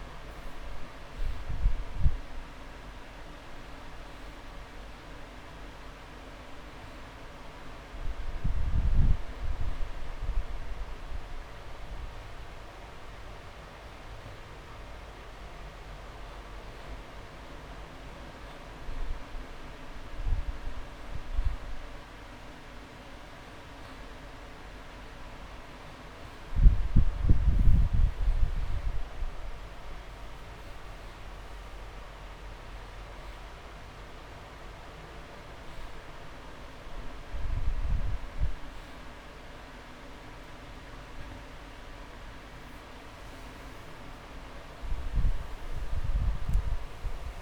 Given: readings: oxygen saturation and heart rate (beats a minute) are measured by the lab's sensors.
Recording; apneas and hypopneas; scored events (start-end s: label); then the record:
breathing in sleep, hard to hear, by a room microphone; none
45.00-47.42 s: arousal
From the record:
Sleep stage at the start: N2 (light sleep); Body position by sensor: on the back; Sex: male